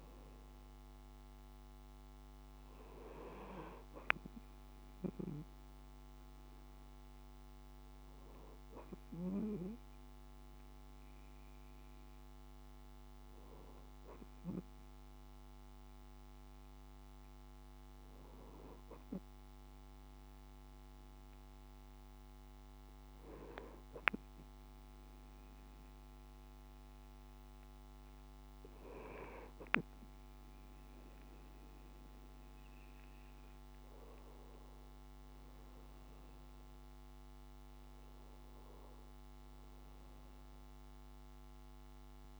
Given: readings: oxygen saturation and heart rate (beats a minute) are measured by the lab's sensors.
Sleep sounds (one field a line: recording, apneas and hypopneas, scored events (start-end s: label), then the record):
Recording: breathing in sleep by a microphone on the trachea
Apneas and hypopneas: none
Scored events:
none scored
From the record:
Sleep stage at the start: N2 (light sleep)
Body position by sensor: on the right side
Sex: male